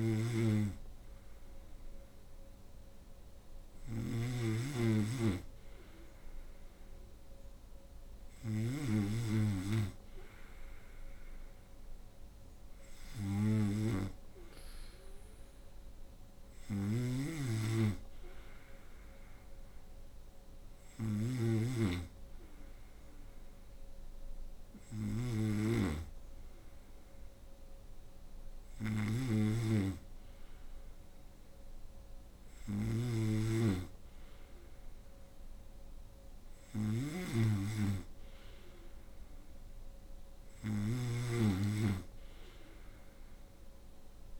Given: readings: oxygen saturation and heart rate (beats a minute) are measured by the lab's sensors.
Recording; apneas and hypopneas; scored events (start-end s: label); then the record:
breathing in sleep by a room microphone; none
0.00-44.40 s: snoring (device-marked)
From the record:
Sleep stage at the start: N2 (light sleep); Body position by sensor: on the right side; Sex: female